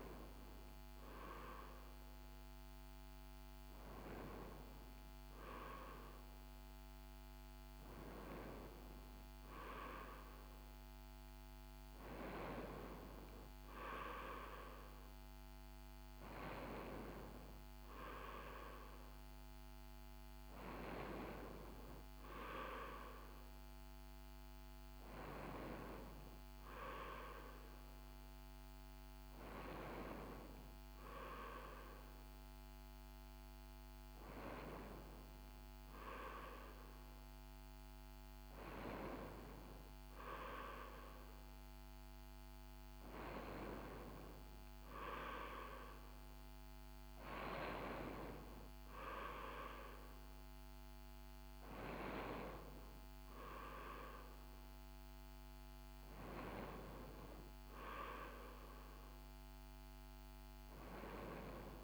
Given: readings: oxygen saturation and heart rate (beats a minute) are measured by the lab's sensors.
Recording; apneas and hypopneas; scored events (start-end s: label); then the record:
breathing in sleep by a microphone on the trachea; none
4.50-61.84 s: new sleep stage, N3 (deep sleep)
From the record:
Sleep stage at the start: N2 (light sleep); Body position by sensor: on the right side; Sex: female